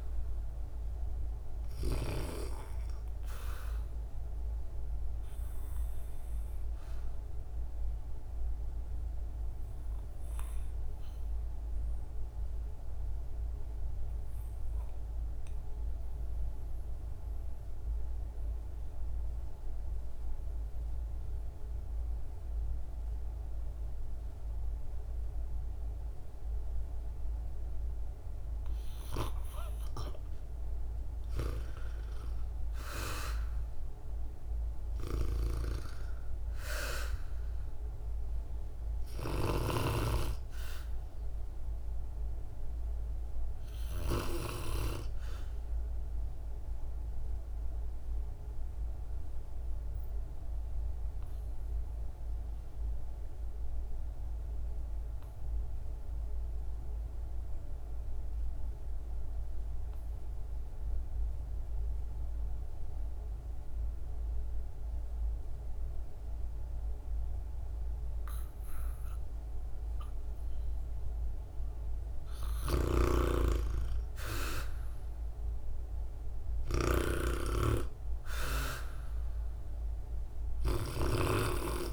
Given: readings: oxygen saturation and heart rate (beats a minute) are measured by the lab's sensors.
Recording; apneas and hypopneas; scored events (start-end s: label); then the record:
breathing in sleep by a room microphone; 2
0.00-1.50 s: snoring (device-marked)
0.00-20.50 s: oxygen desaturation (device-marked, oxygen 83% lowest, heart rate 51 extreme)
4.50-28.50 s: obstructive apnea (oxygen 96% before, 83% lowest, heart rate 56 before, 54 extreme, up 8 after)
30.50-34.50 s: arousal
32.50-51.50 s: oxygen desaturation (device-marked, oxygen 97% before, 85% lowest, heart rate 57 before, 54 extreme)
45.00-71.00 s: obstructive apnea (oxygen 97% before, 82% lowest, heart rate 60 before, 54 extreme, up 4 after)
64.50-81.93 s: oxygen desaturation (device-marked, oxygen 98% before, 82% lowest, heart rate 62 before, 53 extreme)
72.00-76.50 s: snoring (device-marked)
73.50-77.50 s: arousal
From the record:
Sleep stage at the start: REM sleep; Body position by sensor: on the back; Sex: female